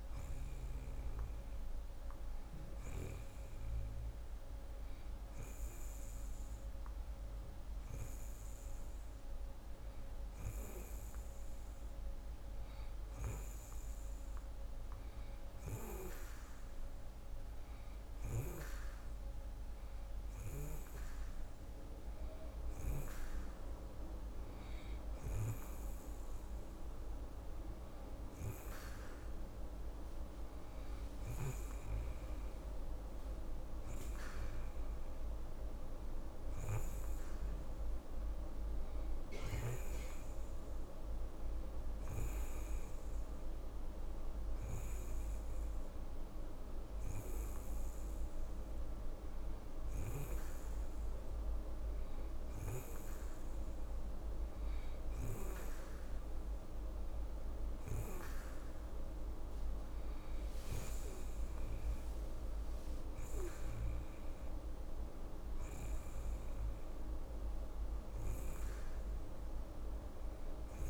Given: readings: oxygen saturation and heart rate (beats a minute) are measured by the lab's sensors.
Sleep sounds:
breathing in sleep by a room microphone; none
none scored
From the record:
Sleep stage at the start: N2 (light sleep); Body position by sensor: on the right side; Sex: female

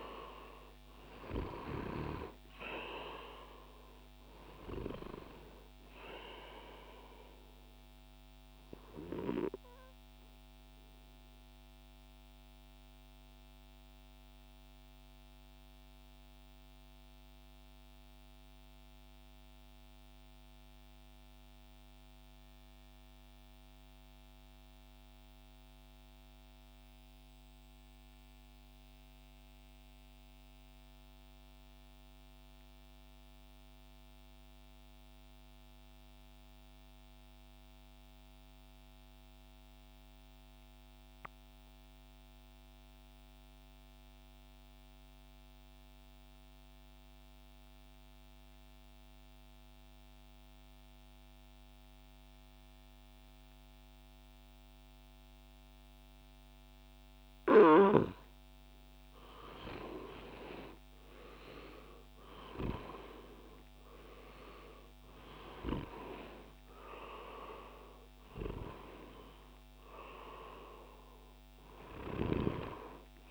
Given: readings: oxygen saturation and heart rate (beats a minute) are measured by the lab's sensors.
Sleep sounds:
breathing in sleep by a microphone on the trachea; 1
0.00-19.50 s: oxygen desaturation (device-marked, oxygen 84% lowest, heart rate 59 extreme)
9.50-57.50 s: mixed apnea (oxygen 95% before, 84% lowest, heart rate 66 before, 58 extreme, up 6 after)
40.50-73.31 s: oxygen desaturation (device-marked, oxygen 98% before, 84% lowest, heart rate 66 before, 58 extreme)
60.50-65.00 s: arousal
From the record:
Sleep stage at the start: N2 (light sleep); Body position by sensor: on the back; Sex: male

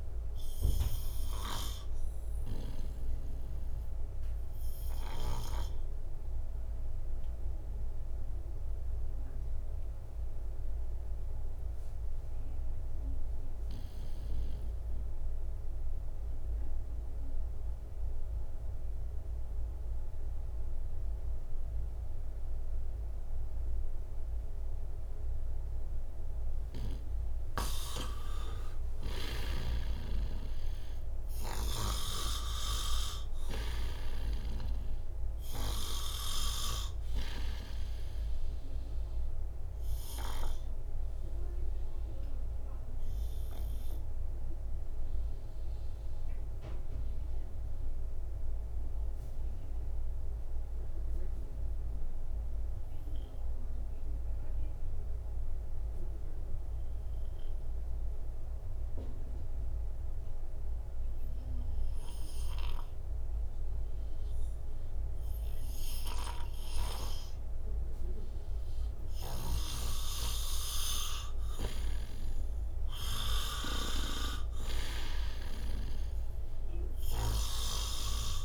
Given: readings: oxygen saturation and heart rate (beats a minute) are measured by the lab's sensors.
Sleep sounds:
breathing in sleep by a room microphone; 2
2.50-26.50 s: oxygen desaturation (device-marked, oxygen 97% before, 91% lowest, heart rate 61 before, 59 extreme)
4.00-27.00 s: obstructive apnea (oxygen 98% before, 86% lowest, heart rate 61 before, 59 extreme, up 7 after)
29.50-34.00 s: arousal
35.50-60.50 s: oxygen desaturation (device-marked, oxygen 96% before, 86% lowest, heart rate 61 before, 58 extreme)
39.00-69.50 s: obstructive apnea (oxygen 96% before, 85% lowest, heart rate 62 before, 58 extreme, up 15 after)
71.50-75.50 s: arousal
71.50-78.45 s: snoring (device-marked)
75.50-78.45 s: oxygen desaturation (device-marked, oxygen 97% before, 85% lowest, heart rate 67 before, 57 extreme)
From the record:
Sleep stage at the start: N2 (light sleep); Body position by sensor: on the right side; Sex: male

